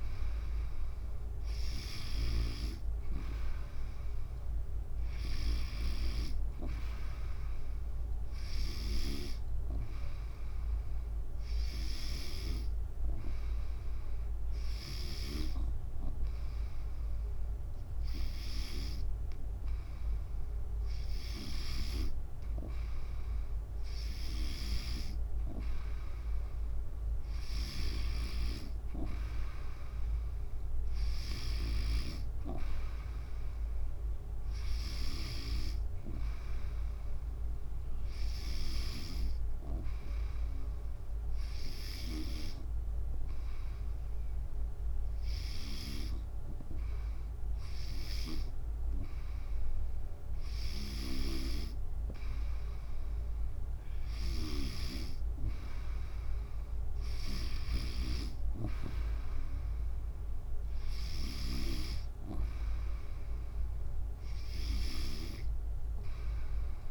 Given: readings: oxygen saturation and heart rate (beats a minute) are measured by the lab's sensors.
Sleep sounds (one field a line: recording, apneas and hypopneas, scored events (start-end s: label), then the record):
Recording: breathing in sleep by a room microphone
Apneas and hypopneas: 1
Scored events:
2.00-6.00 s: snoring (device-marked)
4.00-64.00 s: new sleep stage, N2 (light sleep)
12.00-18.50 s: snoring (device-marked)
24.50-66.90 s: snoring (device-marked)
34.00-37.00 s: arousal
40.50-50.50 s: hypopnea (oxygen 95% before, 93% lowest, heart rate 74 before, 72 extreme, up 4 after)
53.50-57.00 s: arousal
64.00-66.90 s: new sleep stage, N3 (deep sleep)
From the record:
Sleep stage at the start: N3 (deep sleep)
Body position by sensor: on the back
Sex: female